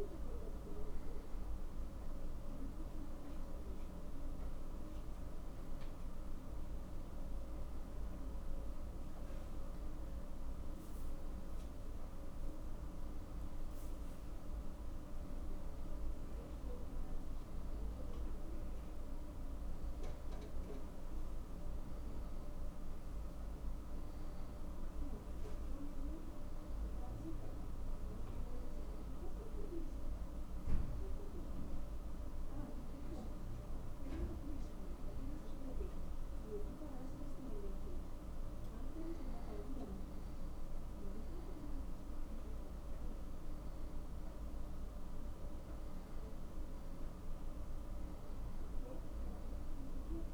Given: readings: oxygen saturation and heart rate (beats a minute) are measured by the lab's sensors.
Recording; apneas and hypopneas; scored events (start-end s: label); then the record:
a person partly awake in a sleep study, hard to hear, by a room microphone; none
25.00-50.34 s: new sleep stage, N1 (lightest sleep)
From the record:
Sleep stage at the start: awake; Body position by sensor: on the back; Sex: male